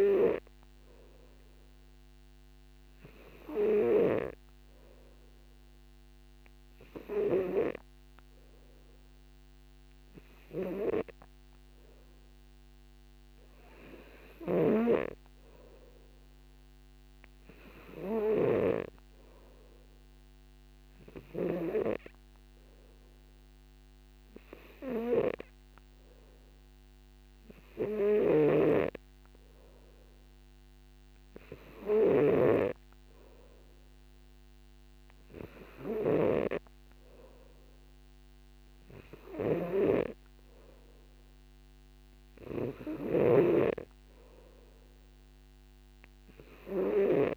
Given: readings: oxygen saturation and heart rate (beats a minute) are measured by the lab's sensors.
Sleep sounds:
breathing in sleep by a microphone on the trachea; none
15.00-19.00 s: snoring (device-marked)
29.00-44.00 s: snoring (device-marked)
From the record:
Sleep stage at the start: N3 (deep sleep); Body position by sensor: on the back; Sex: male

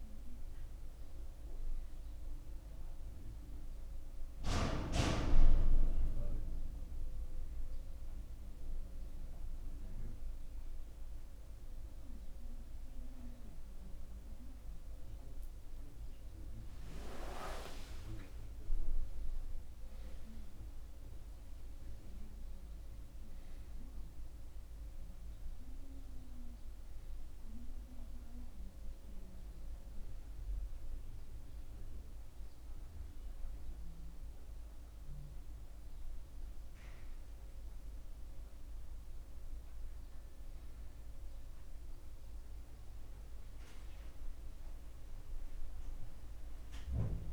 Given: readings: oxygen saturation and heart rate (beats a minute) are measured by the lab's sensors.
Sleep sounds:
breathing in sleep by a room microphone; none
none scored
From the record:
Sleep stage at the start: N1 (lightest sleep); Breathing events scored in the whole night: 114 in 3.4 hours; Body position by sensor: on the back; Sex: male

